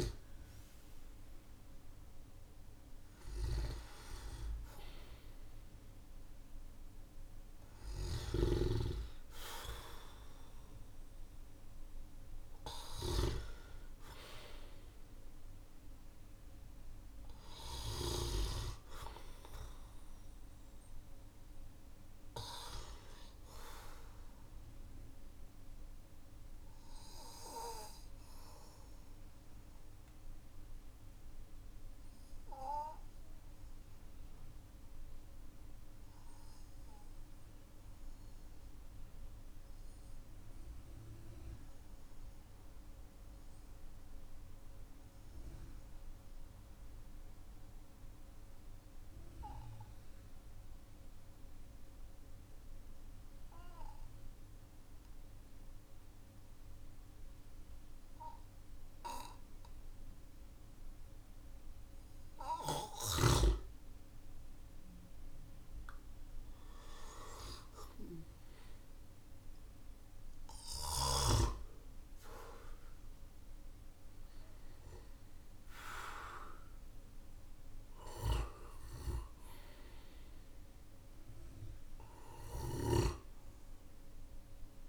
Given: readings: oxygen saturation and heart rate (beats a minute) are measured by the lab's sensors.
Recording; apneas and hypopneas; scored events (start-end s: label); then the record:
breathing in sleep by a room microphone; 1
5.50-84.88 s: new sleep stage, N2 (light sleep)
18.50-44.50 s: oxygen desaturation (device-marked, oxygen 97% before, 94% lowest, heart rate 49 before, 45 extreme)
24.50-61.00 s: obstructive apnea (oxygen 99% before, 92% lowest, heart rate 49 before, 45 extreme, up 12 after)
64.50-84.88 s: oxygen desaturation (device-marked, oxygen 99% before, 92% lowest, heart rate 55 before, 43 extreme)
66.00-72.00 s: arousal
From the record:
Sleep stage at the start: N1 (lightest sleep); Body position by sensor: on the back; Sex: male